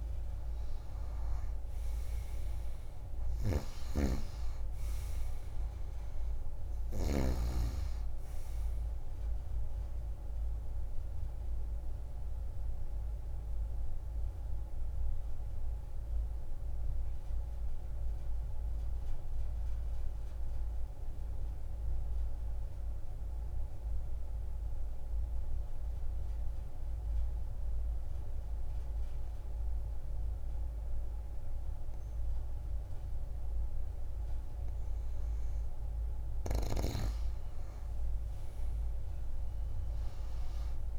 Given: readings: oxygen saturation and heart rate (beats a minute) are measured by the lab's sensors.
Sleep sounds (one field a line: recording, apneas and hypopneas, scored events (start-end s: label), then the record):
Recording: breathing in sleep, hard to hear, by a room microphone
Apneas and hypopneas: 1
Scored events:
0.00-1.50 s: arousal
5.00-27.00 s: oxygen desaturation (device-marked, oxygen 97% before, 89% lowest)
10.50-35.50 s: obstructive apnea (oxygen 98% before, 87% lowest)
29.00-40.98 s: oxygen desaturation (device-marked, oxygen 98% before, 87% lowest)
38.00-40.98 s: arousal
From the record:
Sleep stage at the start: N2 (light sleep)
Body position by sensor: on the back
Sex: female